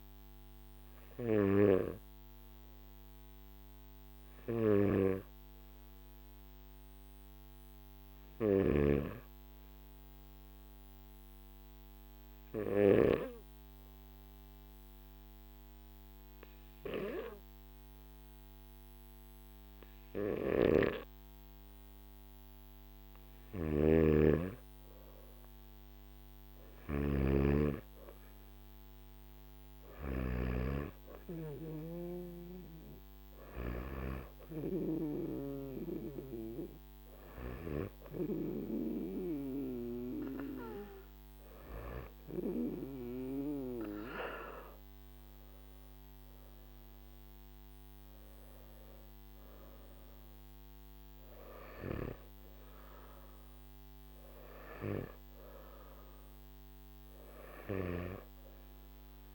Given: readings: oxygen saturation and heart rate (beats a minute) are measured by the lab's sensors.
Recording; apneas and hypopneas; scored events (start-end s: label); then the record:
breathing in sleep by a microphone on the trachea; 1
2.00-59.35 s: new sleep stage, N2 (light sleep)
9.50-23.50 s: obstructive apnea (oxygen 98% before, 93% lowest, heart rate 54 before, 51 extreme, up 4 after)
20.00-30.50 s: snoring (device-marked)
26.00-43.00 s: oxygen desaturation (device-marked, oxygen 98% before, 93% lowest, heart rate 54 before, 51 extreme)
From the record:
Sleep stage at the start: N1 (lightest sleep); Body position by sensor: on the back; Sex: male